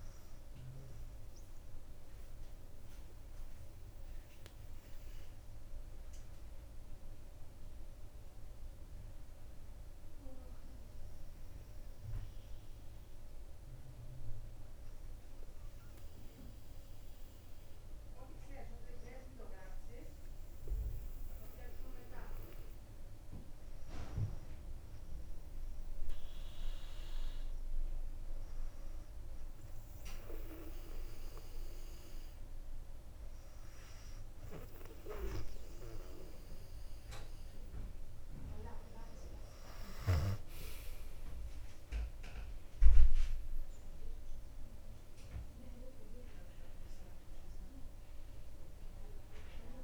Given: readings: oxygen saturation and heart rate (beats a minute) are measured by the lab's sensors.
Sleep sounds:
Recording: breathing in sleep by a room microphone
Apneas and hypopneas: 1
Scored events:
15.50-36.50 s: hypopnea (oxygen 97% before, 95% lowest, heart rate 64 before, 61 extreme, up 3 after)
41.50-47.00 s: arousal
From the record:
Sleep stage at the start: N2 (light sleep)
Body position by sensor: on the back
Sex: female

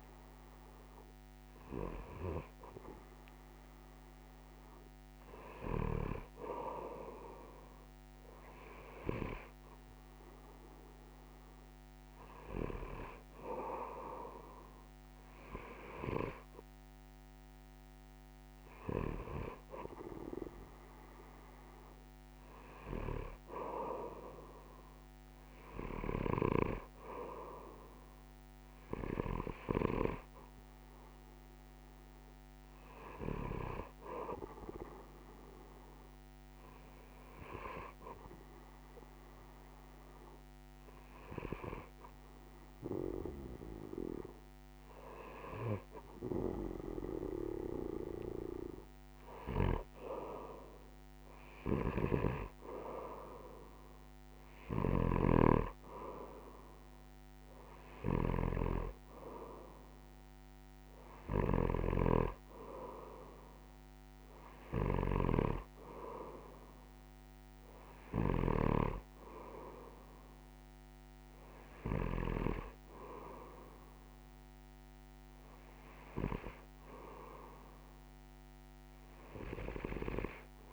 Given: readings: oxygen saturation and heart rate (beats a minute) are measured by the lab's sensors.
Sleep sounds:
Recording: breathing in sleep by a microphone on the trachea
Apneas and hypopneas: 1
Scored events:
22.00-26.00 s: arousal
31.50-45.00 s: hypopnea (oxygen 95% before, 94% lowest)
49.00-53.00 s: arousal
54.50-68.50 s: snoring (device-marked)
From the record:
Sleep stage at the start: N2 (light sleep)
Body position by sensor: on the right side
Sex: male

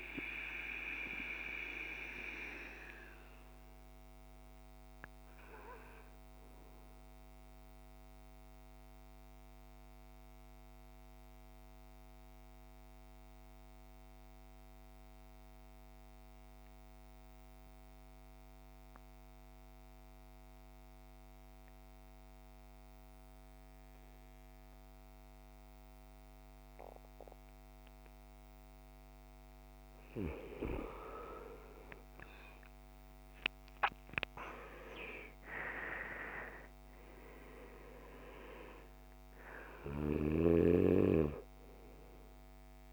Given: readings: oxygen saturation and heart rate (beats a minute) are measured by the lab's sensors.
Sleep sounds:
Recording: breathing in sleep by a microphone on the trachea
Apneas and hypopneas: 1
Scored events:
0.00-16.50 s: oxygen desaturation (device-marked, oxygen 85% lowest, heart rate 54 extreme)
0.50-29.50 s: mixed apnea (oxygen 99% before, 80% lowest, heart rate 60 before, 53 extreme, up 15 after)
25.50-42.93 s: oxygen desaturation (device-marked, oxygen 99% before, 80% lowest, heart rate 56 before, 53 extreme)
31.00-36.50 s: arousal
From the record:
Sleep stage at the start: N2 (light sleep)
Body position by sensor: on the back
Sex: male

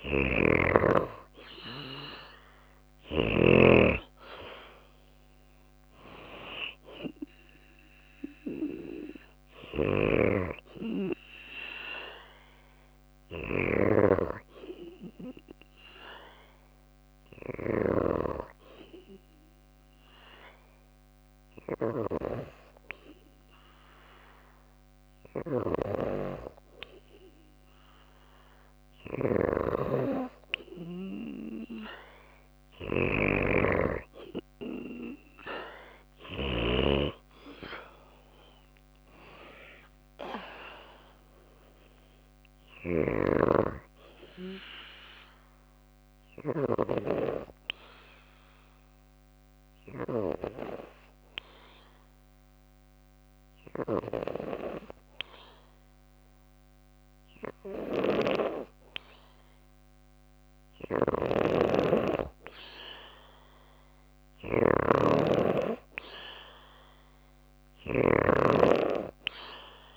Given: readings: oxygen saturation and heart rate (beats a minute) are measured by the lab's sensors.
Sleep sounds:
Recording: breathing in sleep by a microphone on the trachea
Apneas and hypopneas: 2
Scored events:
0.00-2.50 s: snoring (device-marked)
4.00-8.00 s: arousal
14.00-27.00 s: hypopnea (oxygen 96% before, 94% lowest, heart rate 57 before, 53 extreme, up 3 after)
28.00-35.50 s: snoring (device-marked)
39.50-44.00 s: arousal
48.00-60.50 s: obstructive apnea (oxygen 96% before, 94% lowest, heart rate 57 before, 54 extreme, up 4 after)
60.00-69.97 s: snoring (device-marked)
68.00-69.97 s: arousal
From the record:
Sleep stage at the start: N2 (light sleep)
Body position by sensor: on the back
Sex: female

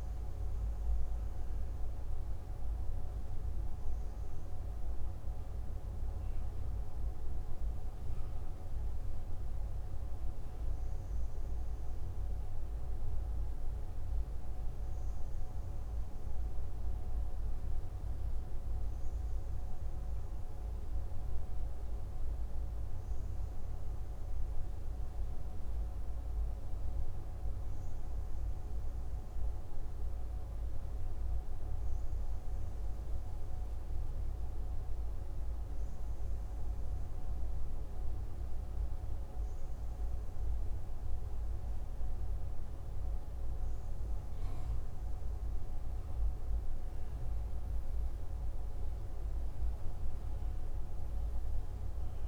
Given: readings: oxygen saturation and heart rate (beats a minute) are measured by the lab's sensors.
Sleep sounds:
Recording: breathing in sleep, hard to hear, by a room microphone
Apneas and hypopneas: 1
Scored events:
22.00-45.00 s: hypopnea (oxygen 95% before, 93% lowest, heart rate 61 before, 58 extreme, up 3 after)
46.50-50.00 s: arousal
From the record:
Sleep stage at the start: N2 (light sleep)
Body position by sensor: on the left side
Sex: male

